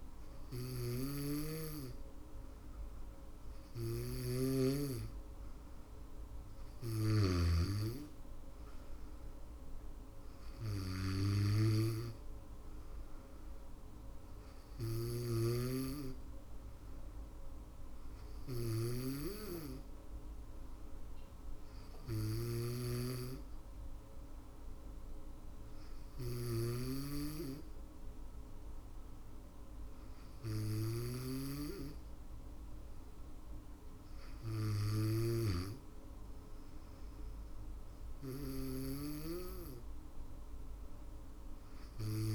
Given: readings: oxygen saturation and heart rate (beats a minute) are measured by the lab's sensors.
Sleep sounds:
breathing in sleep by a room microphone; none
0.00-2.50 s: drop in pulse transit time (device-marked, heart rate 61 extreme)
0.00-42.35 s: snoring (device-marked)
From the record:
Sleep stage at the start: N2 (light sleep); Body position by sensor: on the back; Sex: female

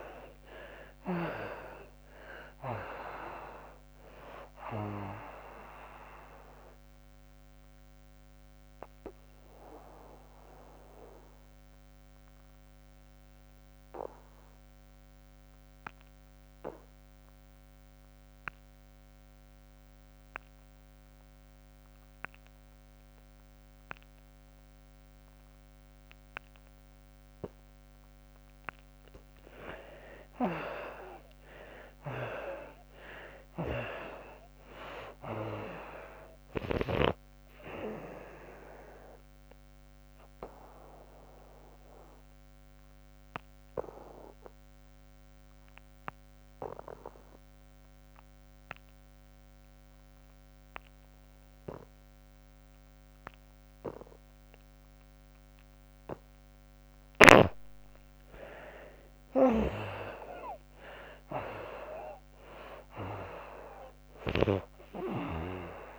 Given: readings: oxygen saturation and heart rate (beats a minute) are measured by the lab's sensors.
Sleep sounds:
breathing in sleep by a microphone on the trachea; 2
0.00-2.00 s: arousal
0.00-16.00 s: oxygen desaturation (device-marked, oxygen 47% lowest, heart rate 63 extreme)
7.00-28.50 s: obstructive apnea (oxygen 74% before, 47% lowest, heart rate 89 before, 71 extreme, up 45 after)
23.00-47.00 s: oxygen desaturation (device-marked, oxygen 92% before, 52% lowest, heart rate 96 before, 71 extreme)
30.00-34.50 s: arousal
39.50-56.50 s: obstructive apnea (oxygen 92% before, 52% lowest, heart rate 90 before, 71 extreme)
53.00-65.99 s: oxygen desaturation (device-marked, oxygen 92% before, 59% lowest, heart rate 92 before, 76 extreme)
57.50-63.00 s: arousal
From the record:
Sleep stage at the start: REM sleep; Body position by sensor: on the back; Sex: female

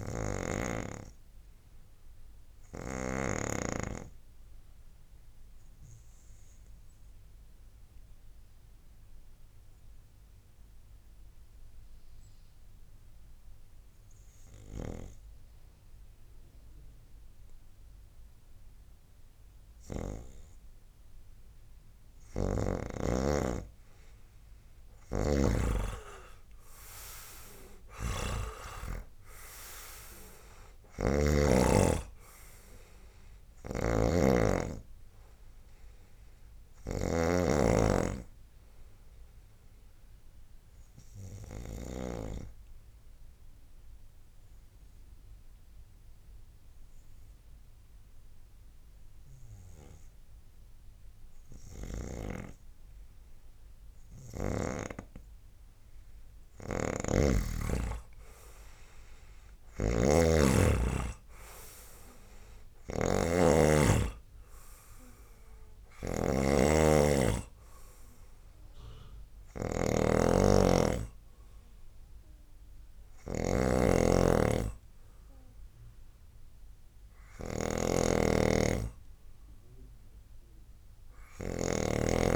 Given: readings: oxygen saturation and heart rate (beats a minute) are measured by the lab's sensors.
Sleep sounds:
breathing in sleep by a room microphone; 2
0.00-3.50 s: snoring (device-marked)
5.00-21.50 s: obstructive apnea (oxygen 99% before, 87% lowest, heart rate 74 before, 69 extreme, up 21 after)
17.50-48.50 s: oxygen desaturation (device-marked, oxygen 97% before, 87% lowest, heart rate 75 before, 71 extreme)
22.00-37.00 s: snoring (device-marked)
26.00-30.50 s: arousal
30.50-37.50 s: tachycardia (device-marked, heart rate 77 before, 120 extreme)
43.50-56.00 s: obstructive apnea (oxygen 96% before, 89% lowest, heart rate 100 before, 74 extreme, up 31 after)
56.50-82.35 s: snoring (device-marked)
58.50-62.50 s: arousal
61.50-79.50 s: oxygen desaturation (device-marked, oxygen 98% before, 91% lowest, heart rate 84 before, 72 extreme)
From the record:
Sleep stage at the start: N2 (light sleep); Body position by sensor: on the right side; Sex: male

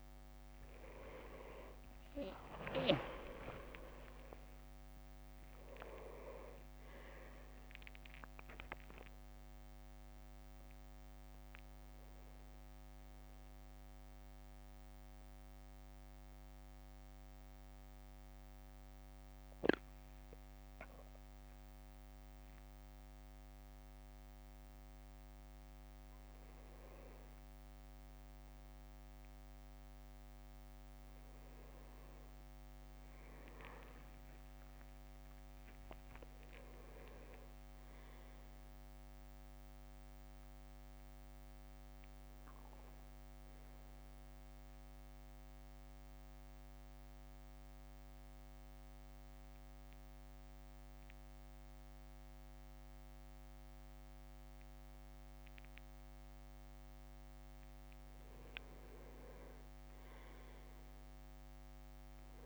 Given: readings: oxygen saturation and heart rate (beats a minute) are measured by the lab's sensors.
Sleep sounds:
breathing in sleep by a microphone on the trachea; 2
0.00-3.00 s: arousal
0.00-13.00 s: drop in pulse transit time (device-marked, heart rate 63 extreme)
0.00-14.00 s: oxygen desaturation (device-marked, oxygen 94% lowest, heart rate 54 extreme)
2.00-5.50 s: leg movement (device-marked)
5.00-62.46 s: new sleep stage, N1 (lightest sleep)
9.50-11.00 s: leg movement (device-marked)
15.00-27.50 s: mixed apnea (oxygen 99% before, 97% lowest, heart rate 66 before, 53 extreme, up 10 after)
29.50-33.00 s: arousal
37.50-38.50 s: leg movement (device-marked)
45.00-58.00 s: central apnea (oxygen 100% before, 97% lowest, heart rate 63 before, 52 extreme, up 6 after)
60.00-62.46 s: arousal
60.00-62.46 s: leg movement (device-marked)
From the record:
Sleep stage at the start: N2 (light sleep); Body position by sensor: on the right side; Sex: male

